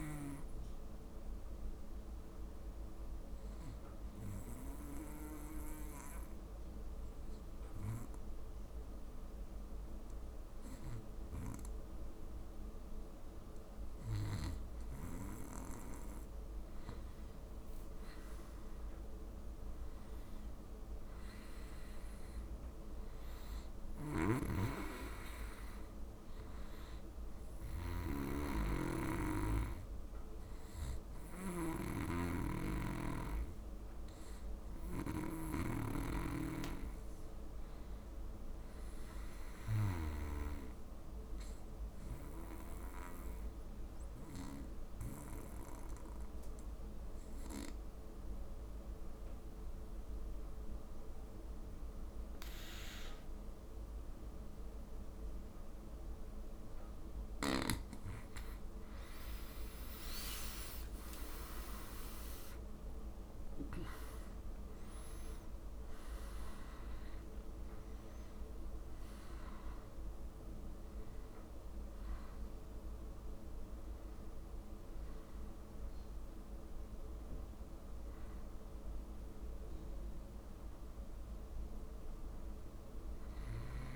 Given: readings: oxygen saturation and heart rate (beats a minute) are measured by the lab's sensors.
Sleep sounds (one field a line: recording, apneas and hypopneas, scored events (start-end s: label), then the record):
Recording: breathing in sleep by a room microphone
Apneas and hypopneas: 2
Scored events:
0.00-9.50 s: oxygen desaturation (device-marked, oxygen 91% lowest)
0.50-15.50 s: obstructive apnea (oxygen 95% before, 91% lowest)
17.50-21.50 s: arousal
22.50-40.50 s: oxygen desaturation (device-marked, oxygen 97% before, 93% lowest)
24.00-35.50 s: snoring (device-marked)
41.00-57.50 s: obstructive apnea (oxygen 97% before, 91% lowest)
59.50-64.50 s: arousal
62.50-69.50 s: oxygen desaturation (device-marked, oxygen 96% before, 92% lowest)
From the record:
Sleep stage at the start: N2 (light sleep)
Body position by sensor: on the back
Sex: male